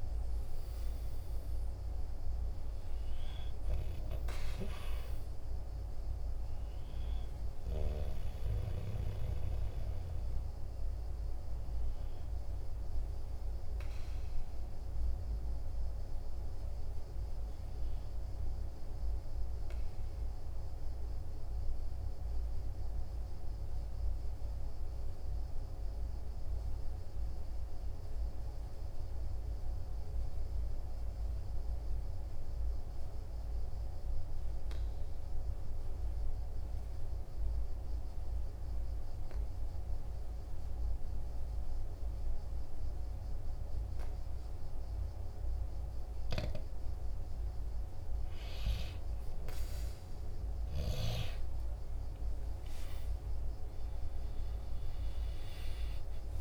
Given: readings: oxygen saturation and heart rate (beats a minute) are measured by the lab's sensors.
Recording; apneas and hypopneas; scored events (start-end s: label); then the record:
breathing in sleep, hard to hear, by a room microphone; 1
0.00-30.00 s: oxygen desaturation (device-marked, oxygen 90% lowest, heart rate 44 extreme)
18.50-47.00 s: mixed apnea (oxygen 97% before, 90% lowest, heart rate 47 before, 41 extreme, up 3 after)
50.00-56.41 s: oxygen desaturation (device-marked, oxygen 98% before, 91% lowest, heart rate 47 before, 41 extreme)
51.00-55.50 s: arousal
From the record:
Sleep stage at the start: N2 (light sleep); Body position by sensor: on the right side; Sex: male